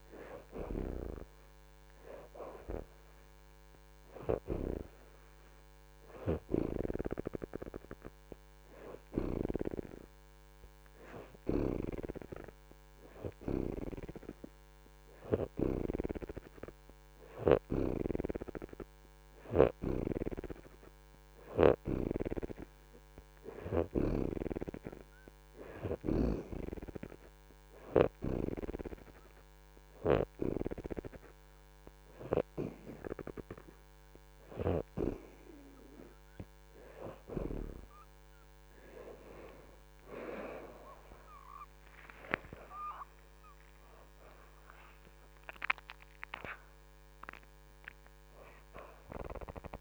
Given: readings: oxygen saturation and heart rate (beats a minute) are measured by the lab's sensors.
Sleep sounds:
breathing in sleep by a microphone on the trachea; none
0.00-1.50 s: arousal
0.00-7.50 s: oxygen desaturation (device-marked, oxygen 61% lowest)
37.50-46.50 s: oxygen desaturation (device-marked, oxygen 69% before, 64% lowest)
42.00-46.50 s: arousal
48.50-49.81 s: oxygen desaturation (device-marked, oxygen 67% before, 62% lowest)
From the record:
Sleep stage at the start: N2 (light sleep); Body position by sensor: on the back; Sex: female

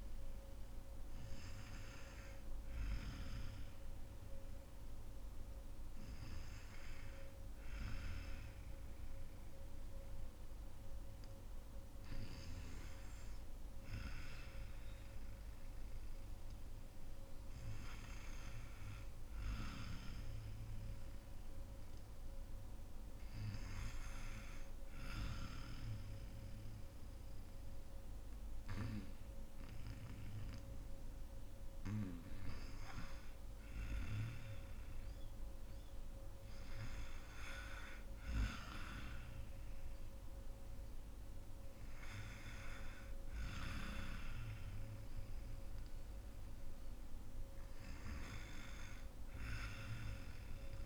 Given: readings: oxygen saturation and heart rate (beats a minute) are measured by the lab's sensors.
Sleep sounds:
breathing in sleep by a room microphone; none
40.50-50.85 s: oxygen desaturation (device-marked, oxygen 95% before, 92% lowest, heart rate 63 before, 61 extreme)
From the record:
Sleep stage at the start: N2 (light sleep); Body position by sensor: on the back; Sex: female

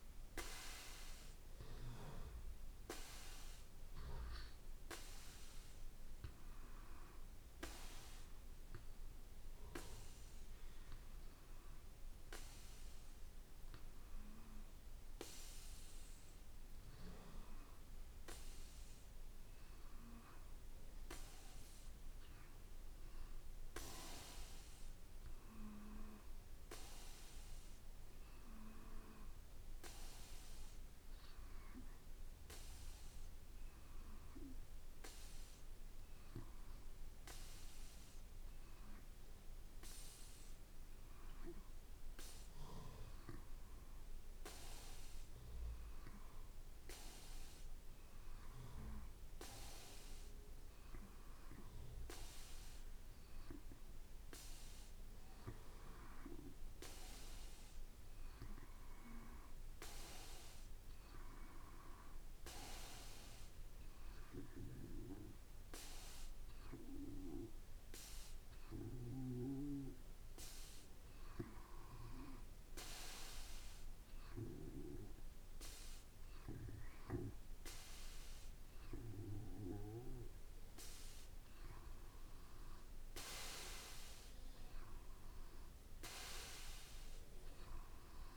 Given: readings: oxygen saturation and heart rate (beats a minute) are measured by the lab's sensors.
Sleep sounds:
breathing in sleep by a room microphone; 1
0.00-8.00 s: oxygen desaturation (device-marked, oxygen 90% lowest, heart rate 55 extreme)
7.50-19.00 s: obstructive apnea (oxygen 94% before, 92% lowest, heart rate 59 before, 56 extreme, up 1 after)
23.00-26.50 s: arousal
From the record:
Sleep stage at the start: N2 (light sleep); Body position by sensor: on the back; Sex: male

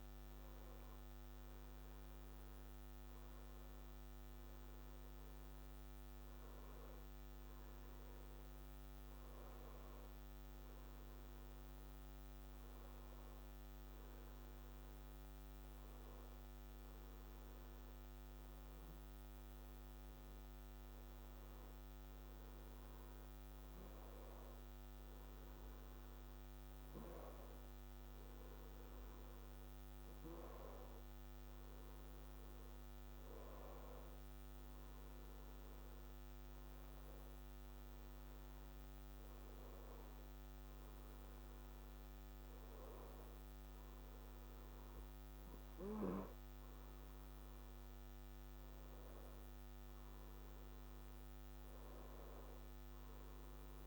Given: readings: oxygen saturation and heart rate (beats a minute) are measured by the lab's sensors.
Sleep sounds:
breathing in sleep, hard to hear, by a microphone on the trachea; none
none scored
From the record:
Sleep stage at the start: N2 (light sleep); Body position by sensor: on the back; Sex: male

